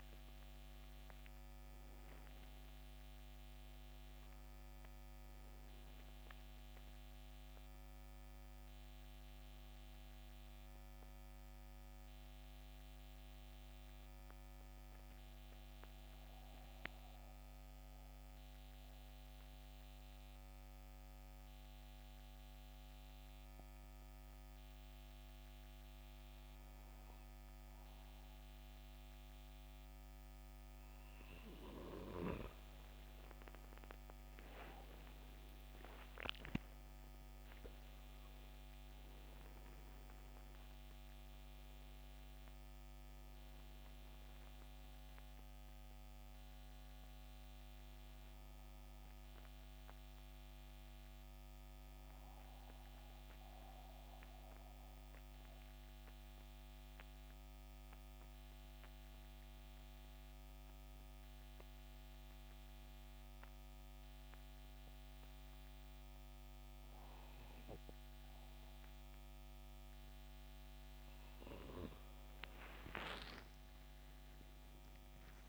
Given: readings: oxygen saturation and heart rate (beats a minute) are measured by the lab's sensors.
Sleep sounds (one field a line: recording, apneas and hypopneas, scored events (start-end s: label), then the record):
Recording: breathing in sleep by a microphone on the trachea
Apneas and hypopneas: 2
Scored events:
0.00-1.00 s: arousal
13.50-30.50 s: mixed apnea (oxygen 92% before, 88% lowest, heart rate 75 before, 66 extreme, up 12 after)
32.50-36.50 s: arousal
45.50-67.50 s: oxygen desaturation (device-marked, oxygen 93% before, 88% lowest, heart rate 73 before, 65 extreme)
52.50-71.00 s: mixed apnea (oxygen 93% before, 87% lowest, heart rate 77 before, 65 extreme, up 14 after)
71.50-75.49 s: new sleep stage, N1 (lightest sleep)
72.00-75.49 s: arousal
From the record:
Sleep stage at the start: N2 (light sleep)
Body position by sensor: on the back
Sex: male